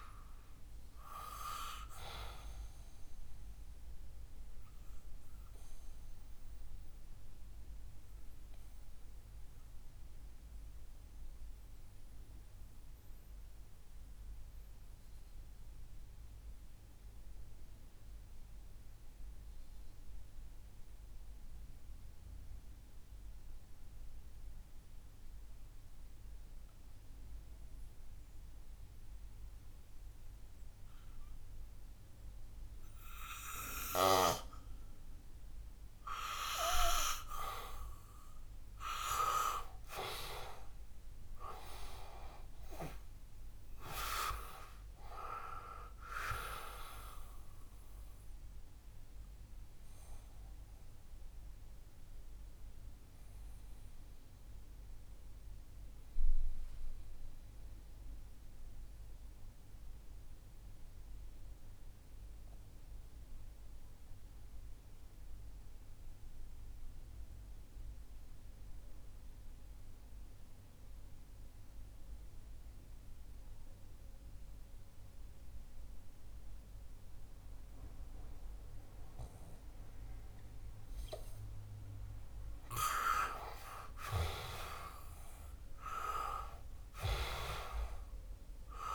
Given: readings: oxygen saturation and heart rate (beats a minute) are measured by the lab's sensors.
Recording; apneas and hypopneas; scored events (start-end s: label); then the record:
breathing in sleep by a room microphone; 2
0.00-22.50 s: oxygen desaturation (device-marked, oxygen 90% lowest, heart rate 59 extreme)
4.00-36.00 s: mixed apnea (oxygen 99% before, 89% lowest, heart rate 69 before, 59 extreme, up 7 after)
38.50-43.00 s: arousal
38.50-69.50 s: oxygen desaturation (device-marked, oxygen 98% before, 89% lowest, heart rate 65 before, 59 extreme)
48.00-81.50 s: mixed apnea (oxygen 98% before, 89% lowest, heart rate 66 before, 58 extreme, up 8 after)
84.00-88.00 s: arousal
85.50-88.95 s: oxygen desaturation (device-marked, oxygen 97% before, 89% lowest, heart rate 64 before, 58 extreme)
From the record:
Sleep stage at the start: N2 (light sleep); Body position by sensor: on the back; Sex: male